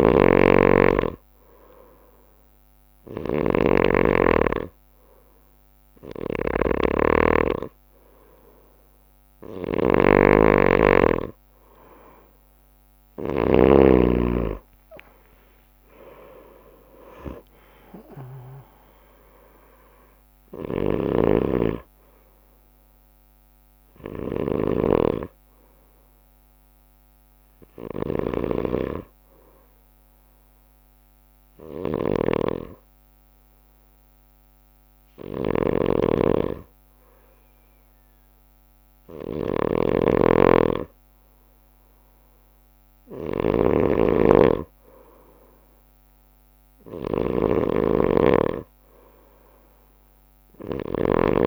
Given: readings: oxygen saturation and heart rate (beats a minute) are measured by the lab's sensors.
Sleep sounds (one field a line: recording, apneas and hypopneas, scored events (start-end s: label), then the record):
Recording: breathing in sleep by a microphone on the trachea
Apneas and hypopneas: 2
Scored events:
0.00-13.50 s: snoring (device-marked)
0.00-14.00 s: bradycardia (device-marked, heart rate 53 extreme)
0.50-11.00 s: hypopnea (oxygen 96% before, 92% lowest, heart rate 60 before, 50 extreme, up 11 after)
14.50-19.50 s: arousal
18.00-28.00 s: drop in pulse transit time (device-marked, heart rate 55 before, 50 extreme)
19.00-26.00 s: bradycardia (device-marked, heart rate 57 before, 50 extreme)
20.50-51.47 s: snoring (device-marked)
29.00-31.00 s: long interval between heartbeats (device-marked, heart rate 57 before, 60 extreme)
30.50-43.00 s: hypopnea (oxygen 95% before, 92% lowest, heart rate 57 before, 54 extreme, up 23 after)
32.00-39.00 s: bradycardia (device-marked, heart rate 57 before, 54 extreme)
42.00-44.00 s: long interval between heartbeats (device-marked, heart rate 56 before, 67 extreme)
44.50-48.00 s: arousal
47.00-51.47 s: bradycardia (device-marked, heart rate 57 before, 54 extreme)
From the record:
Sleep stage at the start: N2 (light sleep)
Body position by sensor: on the right side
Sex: male